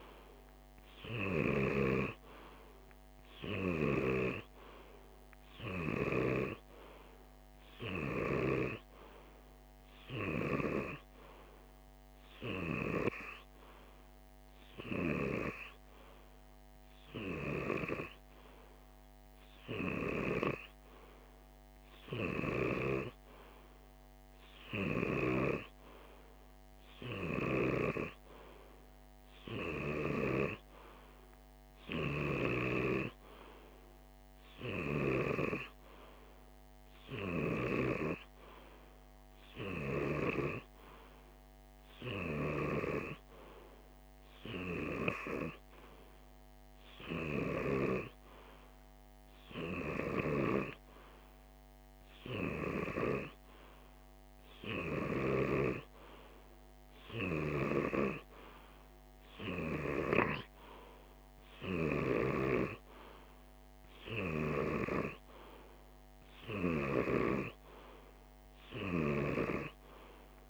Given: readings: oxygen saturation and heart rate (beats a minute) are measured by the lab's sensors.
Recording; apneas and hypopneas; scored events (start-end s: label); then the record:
breathing in sleep by a microphone on the trachea; none
none scored
From the record:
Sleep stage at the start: N2 (light sleep); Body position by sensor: on the left side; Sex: male